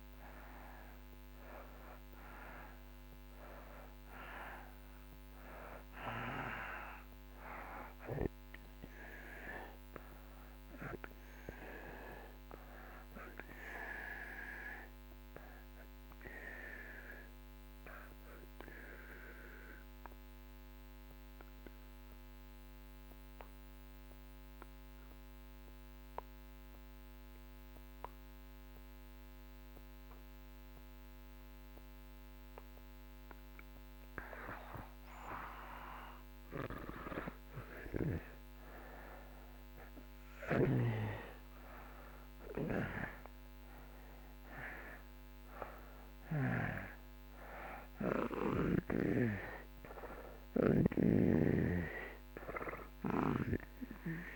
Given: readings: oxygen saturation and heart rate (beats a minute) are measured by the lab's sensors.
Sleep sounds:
breathing in sleep by a microphone on the trachea; 1
0.00-23.50 s: oxygen desaturation (device-marked, oxygen 84% lowest)
16.00-33.00 s: obstructive apnea (oxygen 95% before, 81% lowest)
36.00-41.50 s: arousal
41.50-54.36 s: oxygen desaturation (device-marked, oxygen 95% before, 81% lowest)
From the record:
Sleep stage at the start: N2 (light sleep); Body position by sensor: on the back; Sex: male

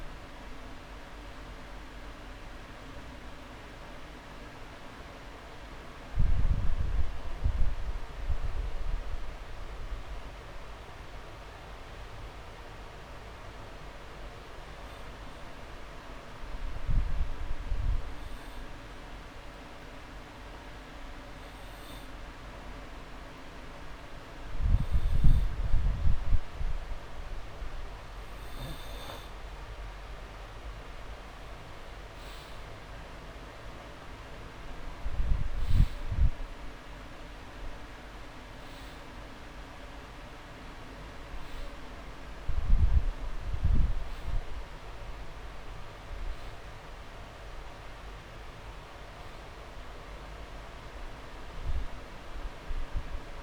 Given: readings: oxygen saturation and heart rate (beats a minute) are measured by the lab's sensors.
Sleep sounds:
breathing in sleep, hard to hear, by a room microphone; 1
10.50-13.50 s: arousal
17.50-28.00 s: hypopnea (oxygen 97% before, 94% lowest)
30.00-33.00 s: arousal
38.00-40.00 s: long interval between heartbeats (device-marked)
47.00-48.00 s: drop in pulse transit time (device-marked)
From the record:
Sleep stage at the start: N2 (light sleep); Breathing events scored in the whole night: 234 in 4.1 hours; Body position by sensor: on the back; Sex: male

